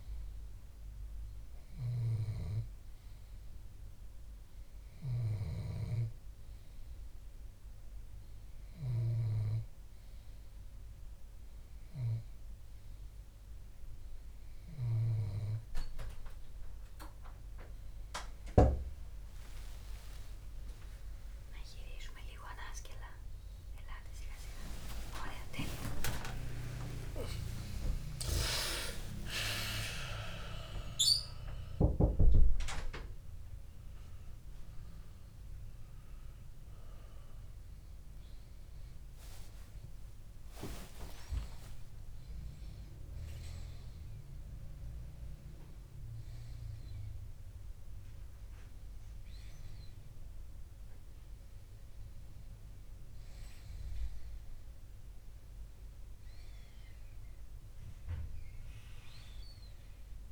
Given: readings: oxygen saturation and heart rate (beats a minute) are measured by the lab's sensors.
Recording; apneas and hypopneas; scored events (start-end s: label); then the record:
a person partly awake in a sleep study, by a room microphone; none
0.00-15.50 s: snoring (device-marked)
23.50-29.50 s: tachycardia (device-marked, heart rate 61 before, 123 extreme)
25.00-27.00 s: long interval between heartbeats (device-marked, heart rate 61 before, 81 extreme)
27.00-29.00 s: long interval between heartbeats (device-marked, heart rate 64 before, 119 extreme)
27.50-57.50 s: new sleep stage, awake
41.00-43.00 s: long interval between heartbeats (device-marked, heart rate 88 before, 87 extreme)
57.50-60.32 s: new sleep stage, N1 (lightest sleep)
From the record:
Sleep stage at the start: N3 (deep sleep); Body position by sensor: on the back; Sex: male